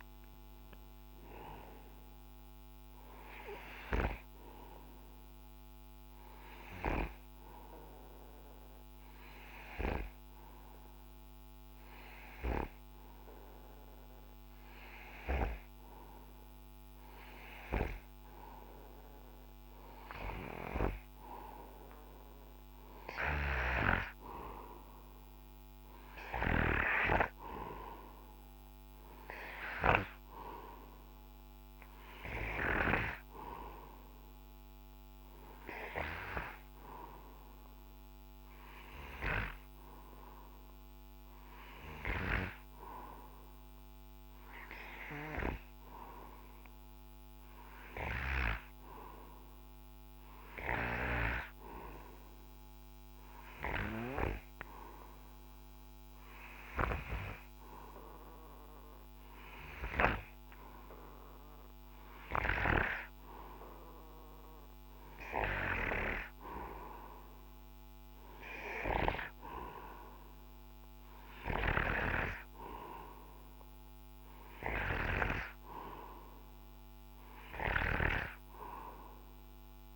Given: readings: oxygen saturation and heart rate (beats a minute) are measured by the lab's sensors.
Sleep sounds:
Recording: breathing in sleep by a microphone on the trachea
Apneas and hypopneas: none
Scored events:
none scored
From the record:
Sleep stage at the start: N2 (light sleep)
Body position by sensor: on the right side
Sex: male

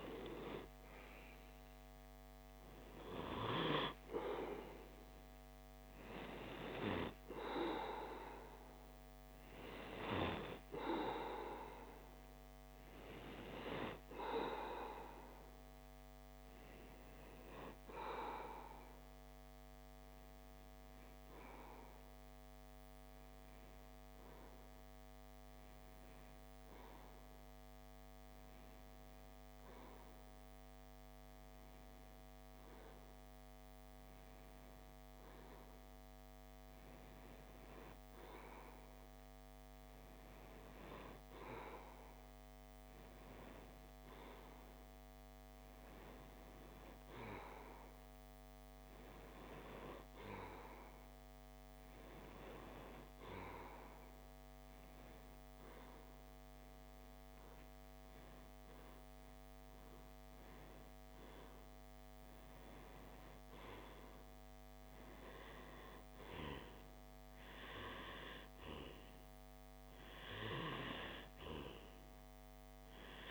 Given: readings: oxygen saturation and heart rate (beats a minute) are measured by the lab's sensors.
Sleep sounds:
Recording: breathing in sleep by a microphone on the trachea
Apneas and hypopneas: 1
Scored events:
0.00-1.50 s: arousal
19.50-69.00 s: hypopnea (oxygen 93% before, 93% lowest)
71.50-73.31 s: arousal
From the record:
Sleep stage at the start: REM sleep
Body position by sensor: on the left side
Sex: male

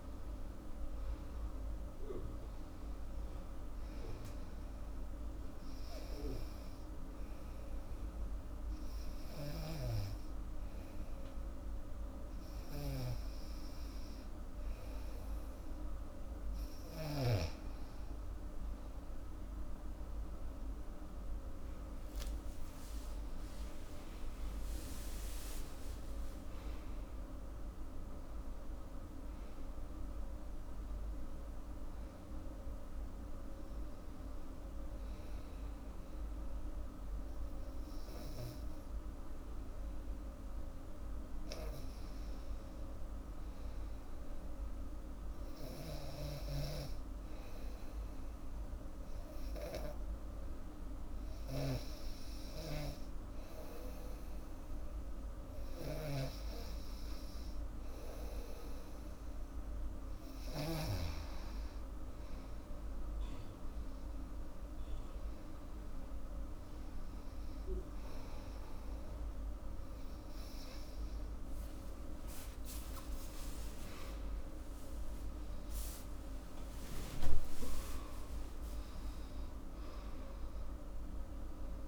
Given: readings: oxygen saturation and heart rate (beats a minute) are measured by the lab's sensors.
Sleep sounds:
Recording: breathing in sleep by a room microphone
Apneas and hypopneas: 2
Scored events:
0.00-11.50 s: oxygen desaturation (device-marked, oxygen 93% lowest, heart rate 84 extreme)
5.00-17.00 s: hypopnea (oxygen 97% before, 93% lowest, heart rate 87 before, 80 extreme, up 20 after)
20.50-26.50 s: arousal
34.50-57.50 s: hypopnea (oxygen 98% before, 94% lowest, heart rate 94 before, 78 extreme, up 6 after)
46.00-61.00 s: snoring (device-marked)
48.50-53.50 s: oxygen desaturation (device-marked, oxygen 98% before, 95% lowest, heart rate 84 before, 78 extreme)
72.00-77.00 s: arousal
From the record:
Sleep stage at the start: N2 (light sleep)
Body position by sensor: on the back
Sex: female

